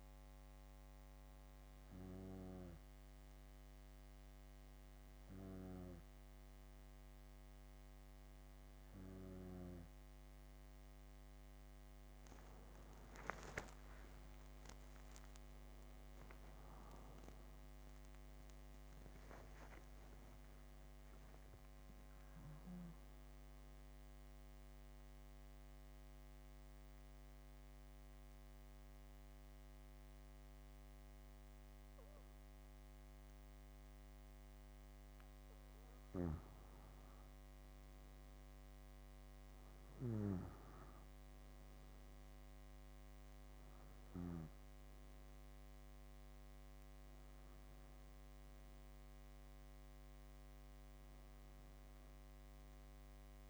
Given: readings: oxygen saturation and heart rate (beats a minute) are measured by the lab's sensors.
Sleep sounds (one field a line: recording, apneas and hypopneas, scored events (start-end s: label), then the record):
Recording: breathing in sleep by a microphone on the trachea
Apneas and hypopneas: 1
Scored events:
15.00-18.50 s: arousal
23.50-35.50 s: obstructive apnea (oxygen 97% before, 94% lowest, heart rate 65 before, 58 extreme, up 4 after)
38.00-42.50 s: arousal
43.50-53.50 s: bradycardia (device-marked, heart rate 65 before, 58 extreme)
From the record:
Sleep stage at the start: N2 (light sleep)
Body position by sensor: on the back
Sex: female